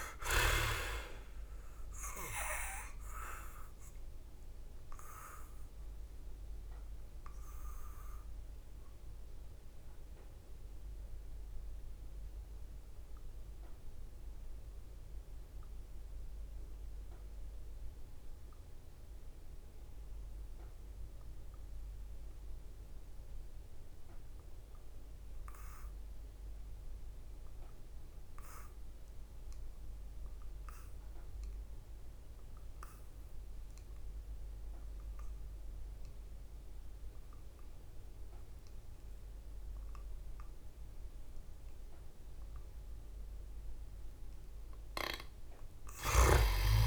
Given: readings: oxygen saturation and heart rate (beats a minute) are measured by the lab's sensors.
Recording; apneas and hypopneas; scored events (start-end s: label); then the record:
breathing in sleep by a room microphone; 1
0.00-18.50 s: oxygen desaturation (device-marked, oxygen 62% lowest, heart rate 66 extreme)
2.00-42.50 s: obstructive apnea (oxygen 96% before, 62% lowest, heart rate 72 before, 65 extreme, up 11 after)
25.50-46.87 s: oxygen desaturation (device-marked, oxygen 94% before, 62% lowest, heart rate 71 before, 63 extreme)
45.50-46.87 s: arousal
45.50-46.87 s: snoring (device-marked)
From the record:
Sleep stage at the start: N2 (light sleep); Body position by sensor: on the back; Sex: male